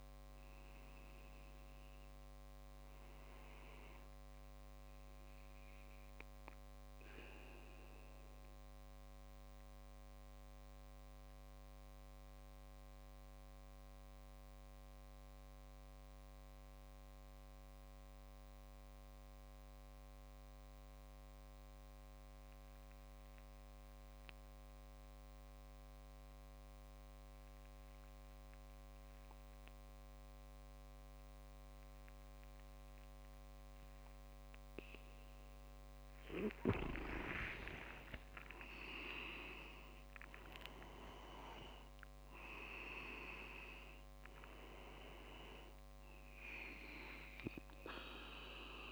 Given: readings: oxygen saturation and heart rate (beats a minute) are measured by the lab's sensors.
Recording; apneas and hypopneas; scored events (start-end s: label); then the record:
breathing in sleep by a microphone on the trachea; 1
0.00-1.50 s: arousal
4.50-35.00 s: mixed apnea (oxygen 100% before, 94% lowest, heart rate 43 before, 27 extreme, up 29 after)
37.00-39.50 s: arousal
38.00-39.00 s: leg movement (device-marked)
From the record:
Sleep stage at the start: N2 (light sleep); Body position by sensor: on the back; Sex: male